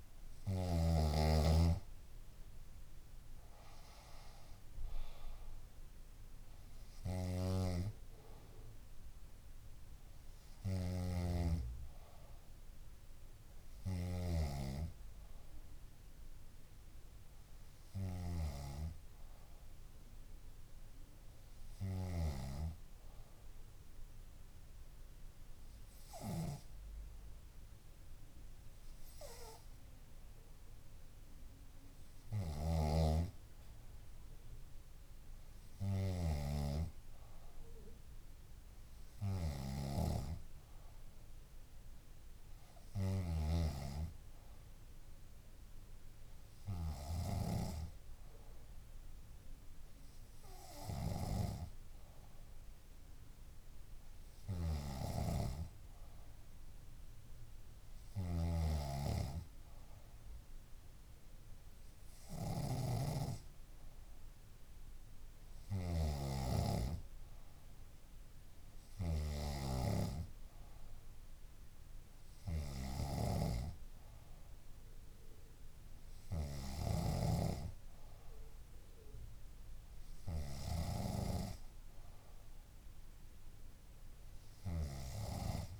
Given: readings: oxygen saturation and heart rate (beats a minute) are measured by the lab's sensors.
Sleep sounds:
breathing in sleep by a room microphone; 1
0.00-1.00 s: snoring (device-marked)
7.00-14.50 s: snoring (device-marked)
9.00-15.00 s: bradycardia (device-marked, heart rate 63 before, 58 extreme)
21.50-34.00 s: hypopnea (oxygen 98% before, 95% lowest, heart rate 63 before, 60 extreme, up 3 after)
32.50-40.50 s: snoring (device-marked)
36.00-39.50 s: arousal
54.00-64.00 s: oxygen desaturation (device-marked, oxygen 98% before, 95% lowest, heart rate 63 before, 64 extreme)
58.50-66.50 s: snoring (device-marked)
73.00-77.50 s: snoring (device-marked)
From the record:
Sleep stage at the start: N2 (light sleep); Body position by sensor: on the back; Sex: female

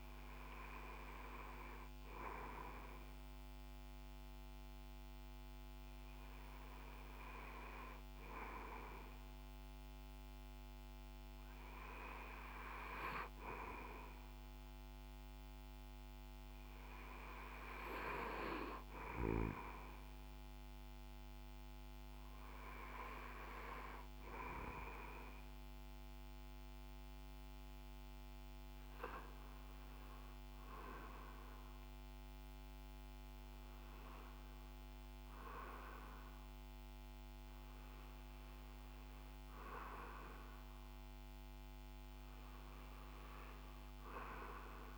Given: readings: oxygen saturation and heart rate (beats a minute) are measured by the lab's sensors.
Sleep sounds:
breathing in sleep by a microphone on the trachea; none
44.50-44.97 s: new sleep stage, REM sleep
From the record:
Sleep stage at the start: N2 (light sleep); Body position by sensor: on the back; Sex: male

